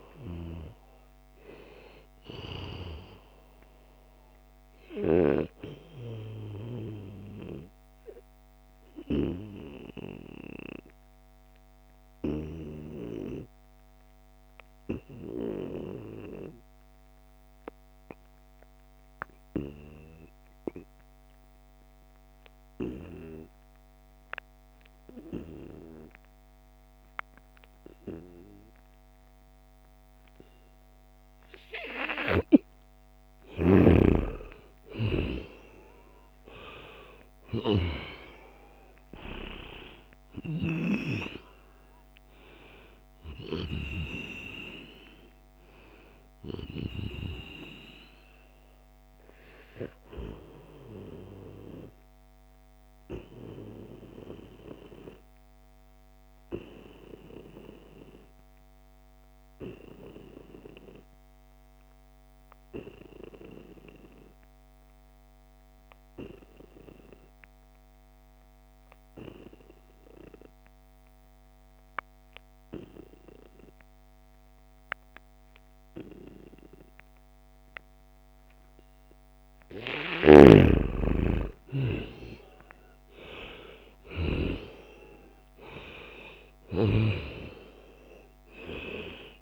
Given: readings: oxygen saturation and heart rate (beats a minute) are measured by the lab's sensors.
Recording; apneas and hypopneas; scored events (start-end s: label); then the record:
breathing in sleep by a microphone on the trachea; 2
0.00-14.50 s: oxygen desaturation (device-marked, oxygen 90% lowest, heart rate 72 extreme)
5.50-32.00 s: obstructive apnea (oxygen 97% before, 89% lowest, heart rate 78 before, 72 extreme, up 2 after)
33.50-37.50 s: arousal
37.50-58.50 s: oxygen desaturation (device-marked, oxygen 96% before, 89% lowest, heart rate 75 before, 68 extreme)
40.50-42.50 s: long interval between heartbeats (device-marked, heart rate 75 before, 96 extreme)
51.50-78.50 s: obstructive apnea (oxygen 97% before, 89% lowest, heart rate 83 before, 68 extreme, up 12 after)
77.50-89.42 s: oxygen desaturation (device-marked, oxygen 97% before, 89% lowest, heart rate 72 before, 68 extreme)
80.00-84.50 s: arousal
81.50-83.50 s: long interval between heartbeats (device-marked, heart rate 71 before, 78 extreme)
From the record:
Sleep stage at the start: N2 (light sleep); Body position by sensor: on the back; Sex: male